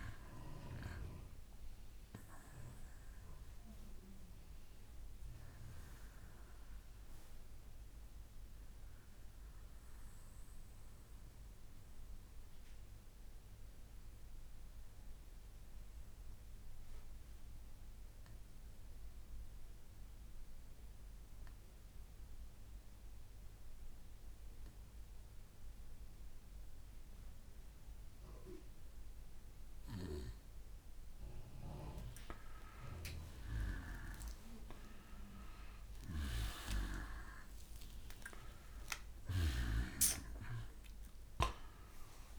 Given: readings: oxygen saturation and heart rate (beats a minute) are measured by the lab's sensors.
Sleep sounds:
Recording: breathing in sleep by a room microphone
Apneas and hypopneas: 1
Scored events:
0.00-9.50 s: oxygen desaturation (device-marked, oxygen 88% lowest, heart rate 62 extreme)
8.00-30.00 s: obstructive apnea (oxygen 94% before, 87% lowest, heart rate 67 before, 62 extreme, up 31 after)
30.50-42.39 s: oxygen desaturation (device-marked, oxygen 96% before, 87% lowest, heart rate 63 before, 61 extreme)
33.00-36.50 s: arousal
From the record:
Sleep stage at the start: N2 (light sleep)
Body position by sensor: on the back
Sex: male

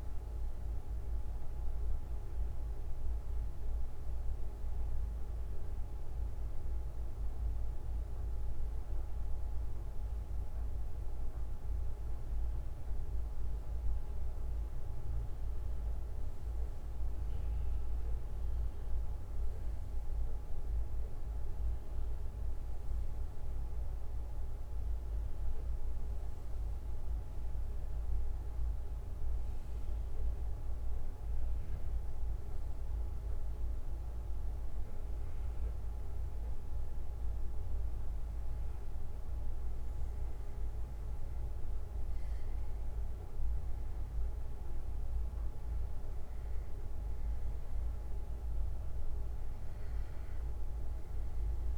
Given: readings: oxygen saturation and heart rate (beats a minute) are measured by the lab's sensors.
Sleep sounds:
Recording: breathing in sleep, hard to hear, by a room microphone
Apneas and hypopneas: none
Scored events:
31.00-39.00 s: bradycardia (device-marked, heart rate 64 before, 57 extreme)
From the record:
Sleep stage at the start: N1 (lightest sleep)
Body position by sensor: on the back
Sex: male

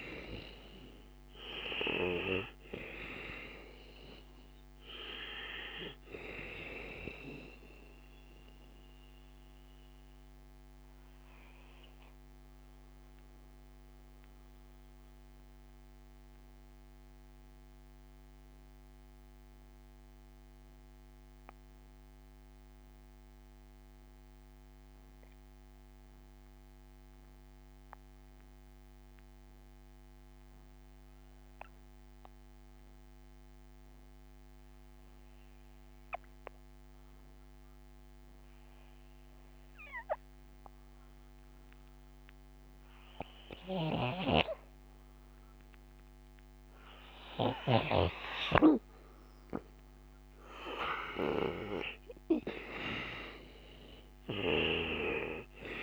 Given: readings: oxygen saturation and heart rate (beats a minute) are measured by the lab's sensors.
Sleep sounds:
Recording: breathing in sleep by a microphone on the trachea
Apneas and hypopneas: 1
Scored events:
0.00-27.00 s: oxygen desaturation (device-marked, oxygen 82% lowest, heart rate 56 extreme)
9.00-47.00 s: mixed apnea (oxygen 98% before, 78% lowest, heart rate 63 before, 56 extreme, up 6 after)
39.00-55.83 s: oxygen desaturation (device-marked, oxygen 98% before, 78% lowest, heart rate 66 before, 56 extreme)
43.00-47.50 s: snoring (device-marked)
50.50-55.83 s: arousal
From the record:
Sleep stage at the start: N2 (light sleep)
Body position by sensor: on the back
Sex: male

